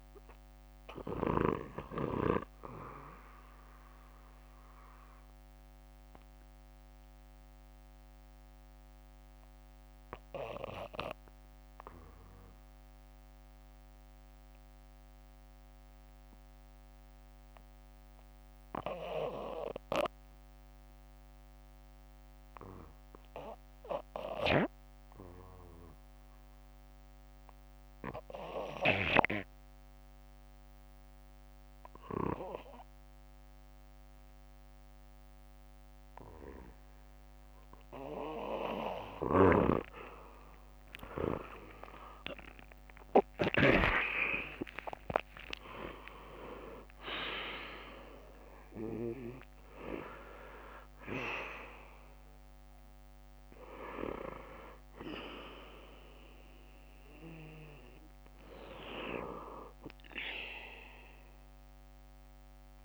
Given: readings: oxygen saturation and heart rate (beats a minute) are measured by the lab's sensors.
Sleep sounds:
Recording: breathing in sleep by a microphone on the trachea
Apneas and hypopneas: 1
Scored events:
6.00-35.50 s: obstructive apnea (oxygen 99% before, 88% lowest, heart rate 63 before, 53 extreme, up 14 after)
8.00-10.00 s: bradycardia (device-marked, heart rate 64 before, 60 extreme)
18.00-25.00 s: bradycardia (device-marked, heart rate 64 before, 57 extreme)
26.00-38.00 s: bradycardia (device-marked, heart rate 64 before, 53 extreme)
41.00-45.50 s: arousal
47.00-57.00 s: oxygen desaturation (device-marked, oxygen 95% before, 92% lowest, heart rate 59 before, 61 extreme)
From the record:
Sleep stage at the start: REM sleep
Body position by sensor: on the back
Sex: male

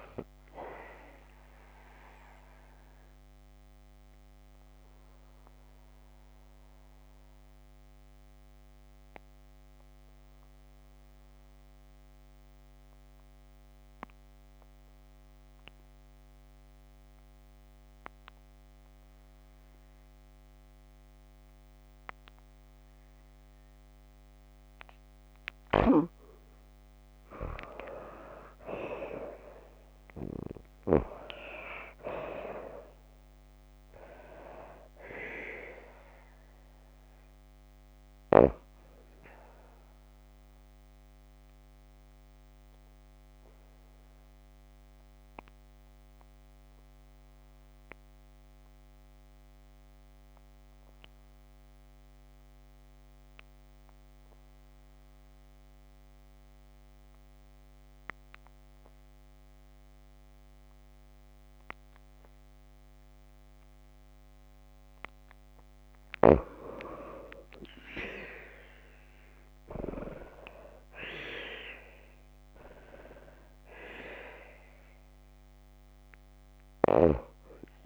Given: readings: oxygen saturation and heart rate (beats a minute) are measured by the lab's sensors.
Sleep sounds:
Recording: breathing in sleep by a microphone on the trachea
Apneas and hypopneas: 2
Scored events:
0.00-16.00 s: oxygen desaturation (device-marked, oxygen 87% lowest, heart rate 52 extreme)
1.00-25.00 s: obstructive apnea (oxygen 96% before, 87% lowest, heart rate 56 before, 52 extreme, up 7 after)
27.50-31.00 s: arousal
31.00-44.00 s: oxygen desaturation (device-marked, oxygen 93% before, 87% lowest, heart rate 55 before, 52 extreme)
39.50-64.50 s: obstructive apnea (oxygen 93% before, 86% lowest, heart rate 56 before, 52 extreme, up 8 after)
61.00-75.00 s: oxygen desaturation (device-marked, oxygen 95% before, 87% lowest, heart rate 55 before, 52 extreme)
68.00-72.50 s: arousal
From the record:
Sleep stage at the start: N2 (light sleep)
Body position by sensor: on the back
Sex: female

